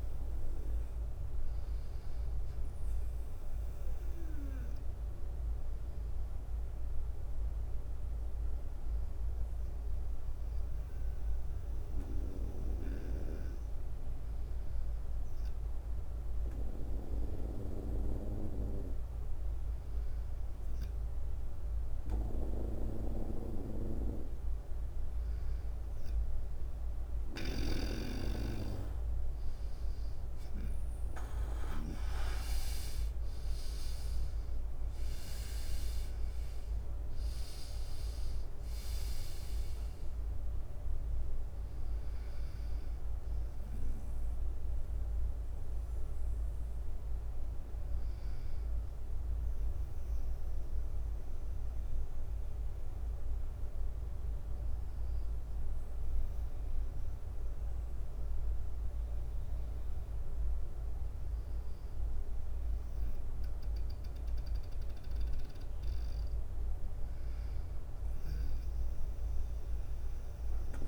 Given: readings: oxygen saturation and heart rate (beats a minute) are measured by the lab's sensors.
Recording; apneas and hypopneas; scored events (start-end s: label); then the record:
breathing in sleep by a room microphone; 2
0.00-27.00 s: bradycardia (device-marked, heart rate 52 extreme)
5.50-22.50 s: hypopnea (oxygen 98% before, 96% lowest, heart rate 59 before, 53 extreme, up 5 after)
11.50-27.00 s: snoring (device-marked)
29.50-35.00 s: arousal
32.00-45.00 s: drop in pulse transit time (device-marked, heart rate 57 before, 57 extreme)
41.00-70.00 s: bradycardia (device-marked, heart rate 56 before, 51 extreme)
48.00-66.00 s: obstructive apnea (oxygen 97% before, 96% lowest, heart rate 60 before, 53 extreme, up 7 after)
68.50-70.87 s: arousal
From the record:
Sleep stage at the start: N2 (light sleep); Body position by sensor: on the right side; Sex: male